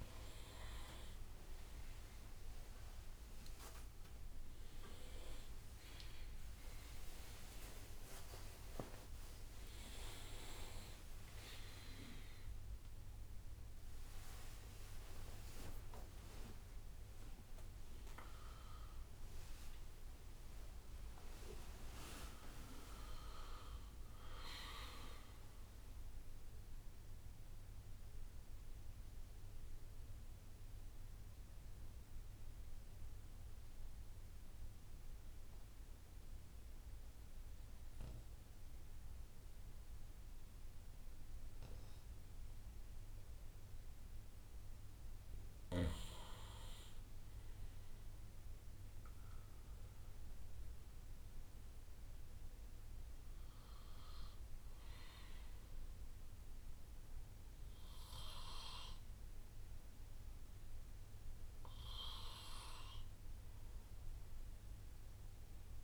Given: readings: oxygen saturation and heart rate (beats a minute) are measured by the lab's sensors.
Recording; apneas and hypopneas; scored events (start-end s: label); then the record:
a person partly awake in a sleep study, by a room microphone; 1
10.00-12.00 s: long interval between heartbeats (device-marked, heart rate 72 before, 90 extreme)
19.00-21.00 s: long interval between heartbeats (device-marked, heart rate 81 before, 97 extreme)
27.50-44.50 s: mixed apnea (oxygen 97% before, 93% lowest, heart rate 89 before, 60 extreme, up 8 after)
29.50-65.83 s: new sleep stage, N2 (light sleep)
46.00-48.00 s: long interval between heartbeats (device-marked, heart rate 65 before, 65 extreme)
47.00-51.50 s: arousal
50.50-65.83 s: oxygen desaturation (device-marked, oxygen 99% before, 93% lowest, heart rate 63 before, 60 extreme)
From the record:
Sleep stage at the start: awake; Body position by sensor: on the right side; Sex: male